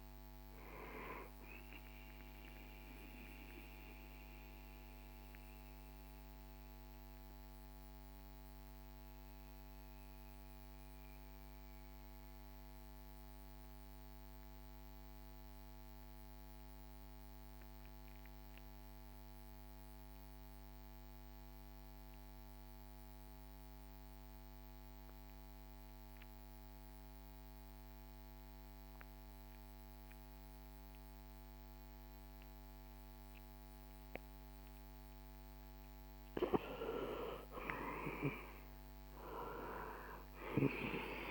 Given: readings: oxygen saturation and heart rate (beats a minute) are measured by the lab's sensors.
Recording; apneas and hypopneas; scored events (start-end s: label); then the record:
breathing in sleep by a microphone on the trachea; 1
0.00-16.50 s: oxygen desaturation (device-marked, oxygen 83% lowest, heart rate 58 extreme)
2.50-35.50 s: mixed apnea (oxygen 97% before, 83% lowest, heart rate 68 before, 61 extreme, up 12 after)
37.00-40.50 s: arousal
39.50-41.31 s: oxygen desaturation (device-marked, oxygen 97% before, 88% lowest, heart rate 64 before, 61 extreme)
From the record:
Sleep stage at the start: REM sleep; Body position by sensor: on the back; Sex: male